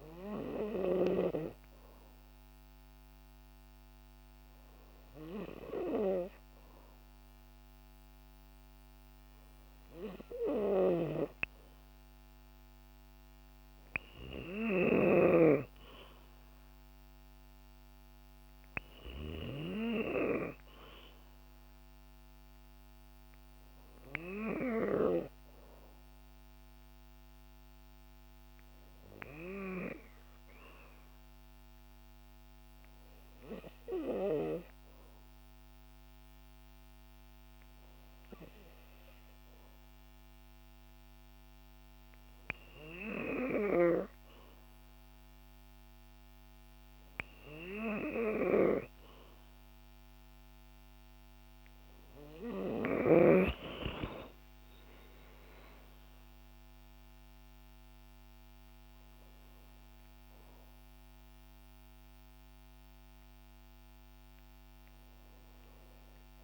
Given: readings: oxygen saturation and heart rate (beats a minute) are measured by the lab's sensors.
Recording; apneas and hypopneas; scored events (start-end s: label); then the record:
breathing in sleep by a microphone on the trachea; none
10.50-19.50 s: snoring (device-marked)
From the record:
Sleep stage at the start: N3 (deep sleep); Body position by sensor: on the back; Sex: female